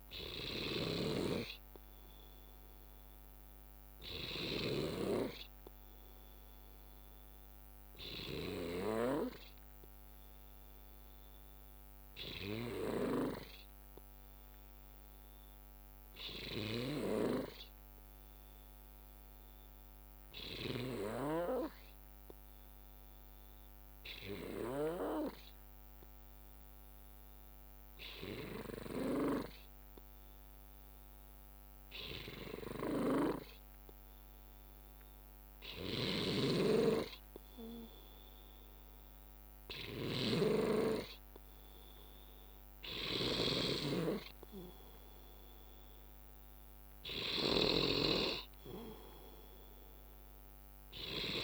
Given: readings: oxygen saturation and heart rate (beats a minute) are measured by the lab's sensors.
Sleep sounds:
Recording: breathing in sleep by a microphone on the trachea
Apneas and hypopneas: 1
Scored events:
0.00-6.50 s: oxygen desaturation (device-marked, oxygen 92% lowest, heart rate 57 extreme)
1.00-5.00 s: snoring (device-marked)
3.50-18.50 s: bradycardia (device-marked, heart rate 66 before, 57 extreme)
8.00-35.50 s: obstructive apnea (oxygen 95% before, 91% lowest, heart rate 60 before, 57 extreme, up 1 after)
39.00-42.00 s: arousal
40.50-51.44 s: oxygen desaturation (device-marked, oxygen 94% before, 91% lowest, heart rate 61 before, 59 extreme)
From the record:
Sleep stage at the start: N2 (light sleep)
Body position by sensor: on the left side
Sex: male

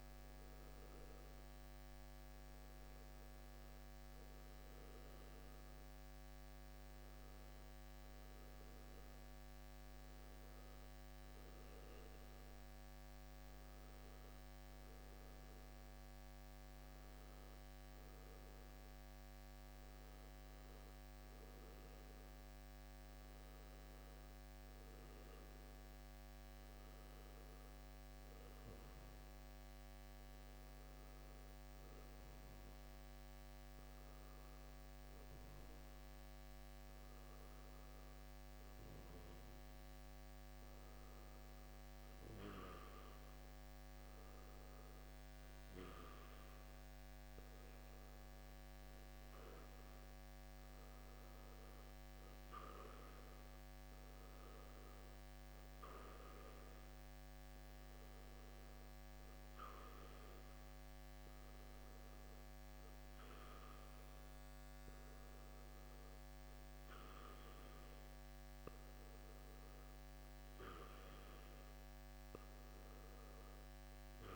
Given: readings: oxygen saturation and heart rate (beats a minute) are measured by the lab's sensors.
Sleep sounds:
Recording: breathing in sleep, hard to hear, by a microphone on the trachea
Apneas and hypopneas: 1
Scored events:
4.00-27.50 s: obstructive apnea (oxygen 96% before, 89% lowest, heart rate 70 before, 65 extreme, up 4 after)
29.50-33.00 s: arousal
33.00-74.36 s: new sleep stage, N2 (light sleep)
From the record:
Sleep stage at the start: N1 (lightest sleep)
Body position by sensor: on the back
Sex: male

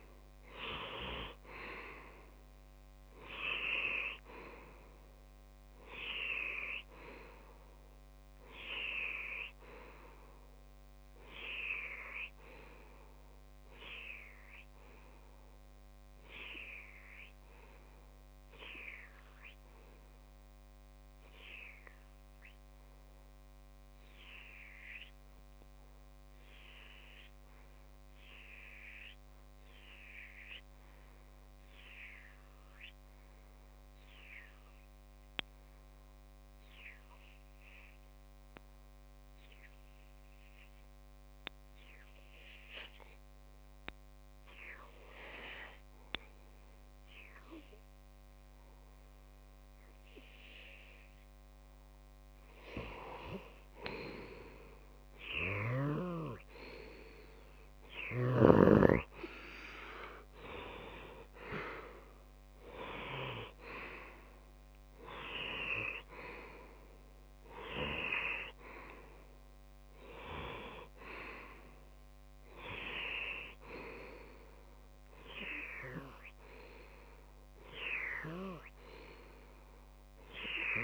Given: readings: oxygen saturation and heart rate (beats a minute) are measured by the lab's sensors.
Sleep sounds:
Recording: breathing in sleep by a microphone on the trachea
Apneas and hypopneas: 1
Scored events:
0.00-6.50 s: oxygen desaturation (device-marked, oxygen 94% lowest)
12.50-52.00 s: obstructive apnea (oxygen 97% before, 91% lowest)
52.50-77.50 s: oxygen desaturation (device-marked, oxygen 98% before, 91% lowest)
53.50-57.00 s: arousal
From the record:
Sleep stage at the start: REM sleep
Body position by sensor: on the left side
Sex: male

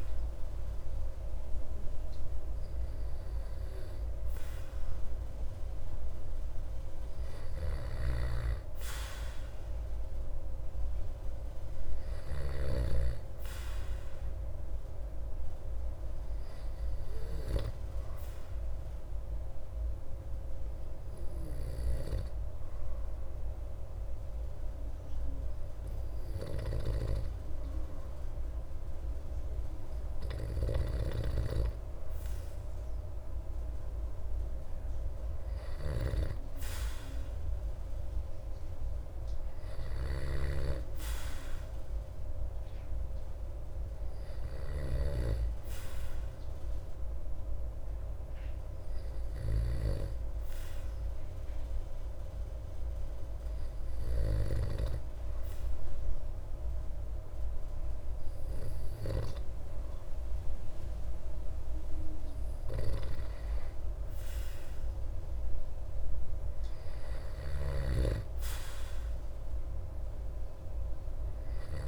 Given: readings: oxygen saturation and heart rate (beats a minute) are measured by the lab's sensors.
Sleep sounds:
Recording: breathing in sleep by a room microphone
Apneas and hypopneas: 2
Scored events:
15.50-29.00 s: hypopnea (oxygen 97% before, 95% lowest)
31.50-35.50 s: arousal
40.00-45.00 s: snoring (device-marked)
45.50-60.00 s: hypopnea (oxygen 97% before, 95% lowest)
64.00-67.50 s: arousal
From the record:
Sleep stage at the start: N2 (light sleep)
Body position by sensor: on the back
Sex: male

